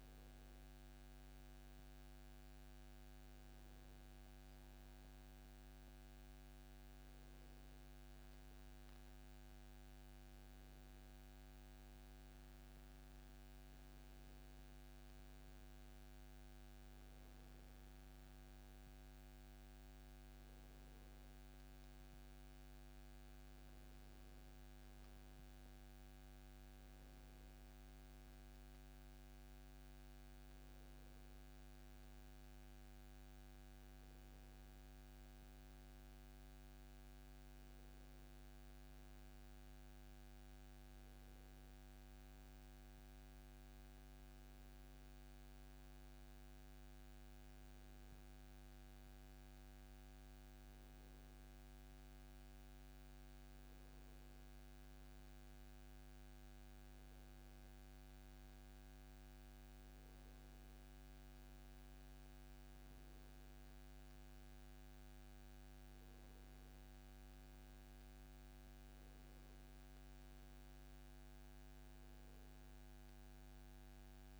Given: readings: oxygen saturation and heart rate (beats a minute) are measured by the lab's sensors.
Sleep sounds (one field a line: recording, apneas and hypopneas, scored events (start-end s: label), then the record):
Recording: breathing in sleep, hard to hear, by a microphone on the trachea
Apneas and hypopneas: none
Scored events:
none scored
From the record:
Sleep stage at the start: N2 (light sleep)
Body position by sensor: on the back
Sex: male